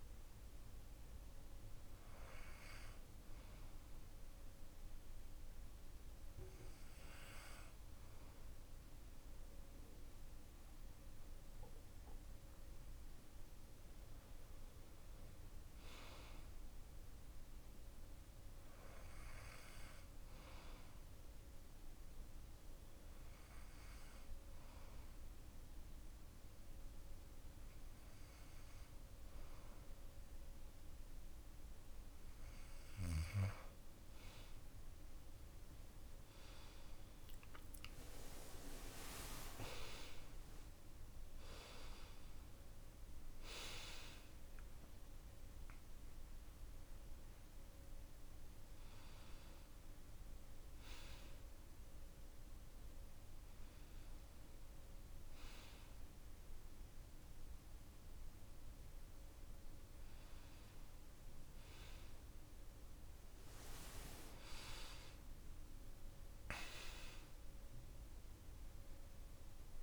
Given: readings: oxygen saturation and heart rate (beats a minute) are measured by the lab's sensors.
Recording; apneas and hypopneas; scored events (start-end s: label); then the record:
breathing in sleep by a room microphone; 2
0.00-15.00 s: oxygen desaturation (device-marked, oxygen 91% lowest)
3.00-13.00 s: hypopnea (oxygen 95% before, 91% lowest)
16.00-19.00 s: arousal
23.00-34.00 s: hypopnea (oxygen 96% before, 93% lowest)
36.00-40.00 s: arousal
64.50-68.00 s: arousal
From the record:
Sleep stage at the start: N2 (light sleep); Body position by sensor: on the back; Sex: male